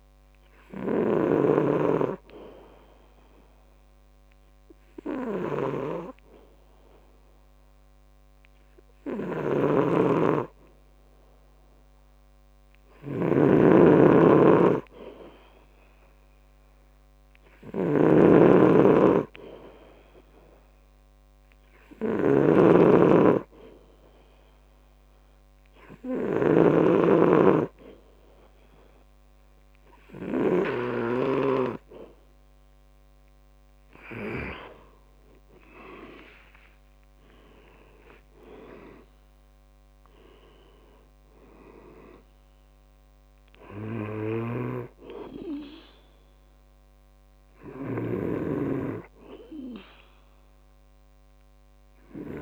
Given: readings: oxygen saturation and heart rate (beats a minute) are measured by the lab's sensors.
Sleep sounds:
breathing in sleep by a microphone on the trachea; 2
0.00-16.00 s: oxygen desaturation (device-marked, oxygen 92% lowest, heart rate 67 extreme)
3.00-14.00 s: obstructive apnea (oxygen 98% before, 92% lowest, heart rate 68 before, 67 extreme, up 2 after)
13.50-27.00 s: snoring (device-marked)
17.00-20.00 s: arousal
24.00-34.50 s: hypopnea (oxygen 96% before, 93% lowest, heart rate 68 before, 64 extreme, up 9 after)
36.00-40.00 s: arousal
44.50-48.50 s: snoring (device-marked)
From the record:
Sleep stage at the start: N2 (light sleep); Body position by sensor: on the back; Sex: male

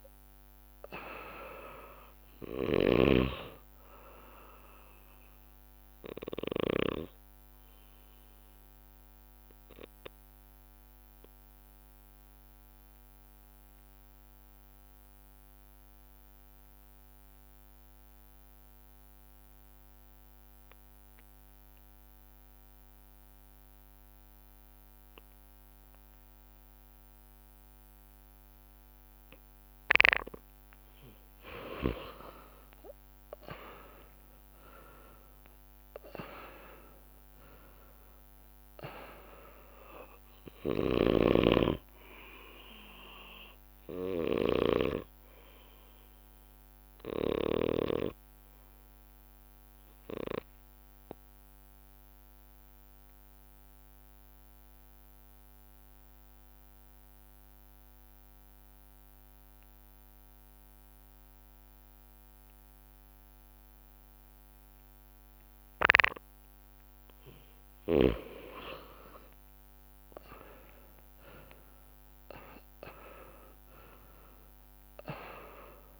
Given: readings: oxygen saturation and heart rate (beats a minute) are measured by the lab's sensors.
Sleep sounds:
breathing in sleep by a microphone on the trachea; 2
0.00-22.00 s: oxygen desaturation (device-marked, oxygen 90% lowest)
2.50-7.00 s: snoring (device-marked)
7.00-28.50 s: obstructive apnea (oxygen 99% before, 90% lowest)
31.00-36.50 s: arousal
34.00-57.00 s: oxygen desaturation (device-marked, oxygen 99% before, 91% lowest)
40.50-47.50 s: snoring (device-marked)
49.00-66.50 s: obstructive apnea (oxygen 99% before, 91% lowest)
70.50-75.00 s: arousal
71.00-75.99 s: oxygen desaturation (device-marked, oxygen 99% before, 91% lowest)
From the record:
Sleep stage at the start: N2 (light sleep); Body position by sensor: on the back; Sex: male

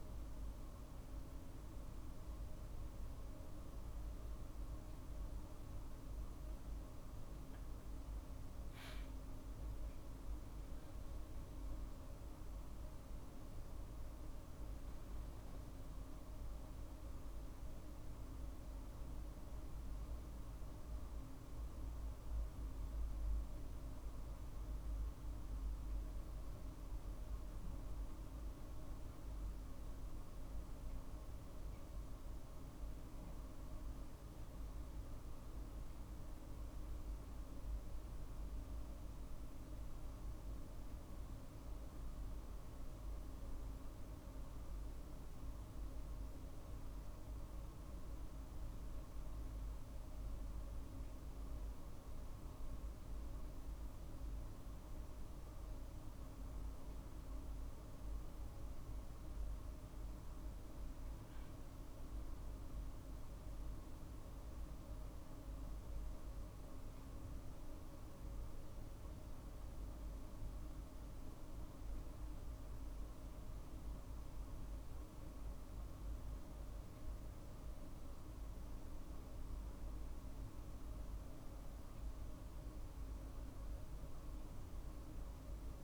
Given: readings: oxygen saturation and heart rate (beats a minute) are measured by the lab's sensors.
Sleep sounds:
a person awake in a sleep study, hard to hear, by a room microphone; none
none scored
From the record:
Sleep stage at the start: awake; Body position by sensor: on the right side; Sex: male

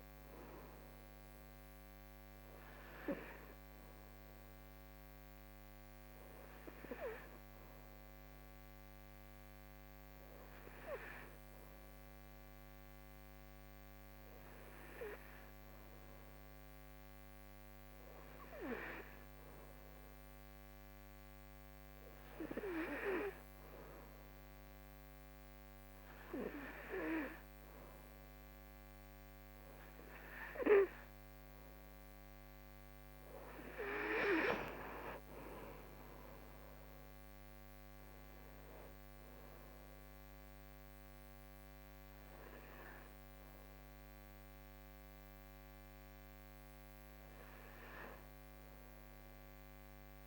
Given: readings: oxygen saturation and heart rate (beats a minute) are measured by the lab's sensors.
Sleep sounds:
breathing in sleep by a microphone on the trachea; 1
0.00-1.50 s: arousal
8.00-31.00 s: hypopnea (oxygen 95% before, 91% lowest, heart rate 79 before, 74 extreme, up 6 after)
32.00-35.50 s: arousal
From the record:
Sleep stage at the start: N2 (light sleep); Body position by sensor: on the right side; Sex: female

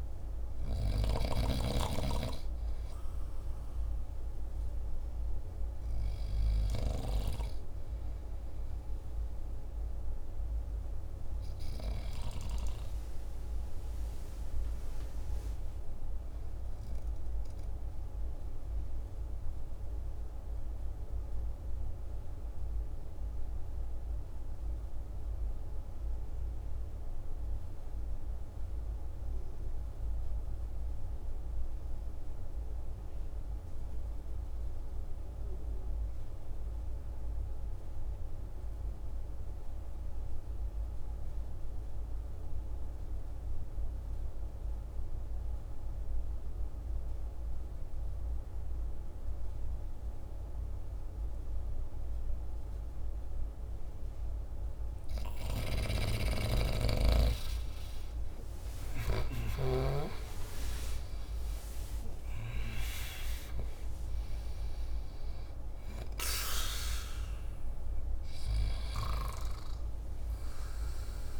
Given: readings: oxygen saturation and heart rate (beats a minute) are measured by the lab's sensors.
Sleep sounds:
breathing in sleep by a room microphone; 1
0.00-1.00 s: snoring (device-marked)
0.00-16.00 s: oxygen desaturation (device-marked, oxygen 68% lowest, heart rate 48 extreme)
17.00-53.50 s: obstructive apnea (oxygen 98% before, 71% lowest, heart rate 56 before, 47 extreme, up 18 after)
38.00-71.40 s: oxygen desaturation (device-marked, oxygen 98% before, 71% lowest, heart rate 50 before, 47 extreme)
56.00-61.00 s: arousal
From the record:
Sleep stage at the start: REM sleep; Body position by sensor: on the back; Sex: male

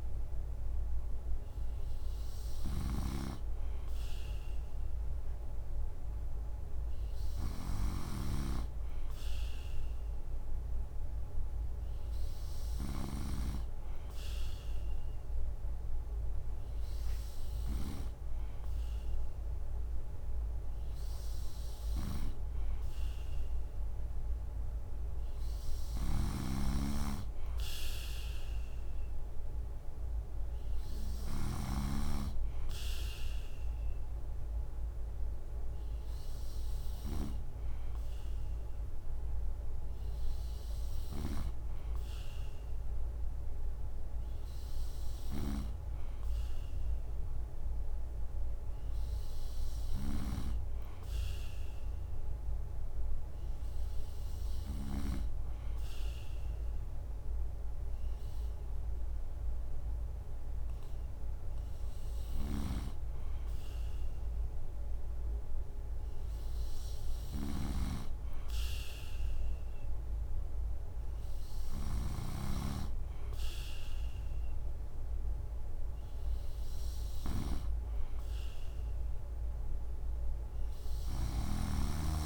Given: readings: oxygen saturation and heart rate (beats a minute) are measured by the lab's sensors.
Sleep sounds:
breathing in sleep by a room microphone; none
0.00-13.00 s: snoring (device-marked)
26.00-31.50 s: snoring (device-marked)
62.00-72.00 s: snoring (device-marked)
From the record:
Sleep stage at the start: N3 (deep sleep); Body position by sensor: on the right side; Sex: male

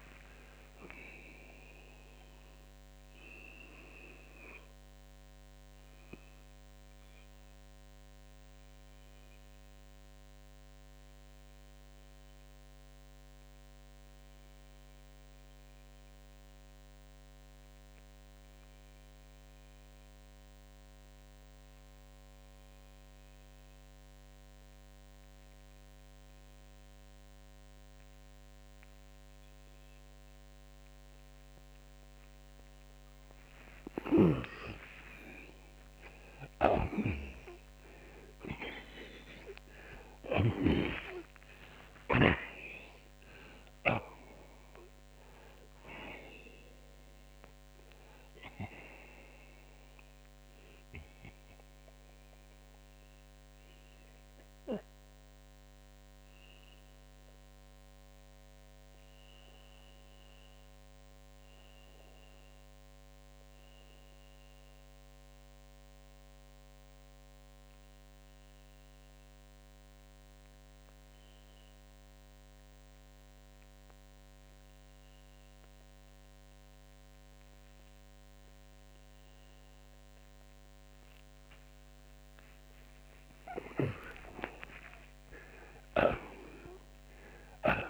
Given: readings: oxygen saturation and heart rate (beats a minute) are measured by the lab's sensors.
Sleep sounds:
breathing in sleep by a microphone on the trachea; 2
1.00-32.50 s: mixed apnea (oxygen 93% before, 78% lowest)
5.50-28.50 s: oxygen desaturation (device-marked, oxygen 93% before, 83% lowest)
35.00-40.00 s: arousal
36.00-40.50 s: snoring (device-marked)
45.50-81.50 s: oxygen desaturation (device-marked, oxygen 92% before, 78% lowest)
52.00-82.00 s: obstructive apnea (oxygen 93% before, 76% lowest)
84.00-87.90 s: arousal
85.50-87.90 s: snoring (device-marked)
From the record:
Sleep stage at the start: N2 (light sleep); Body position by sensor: on the back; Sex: male

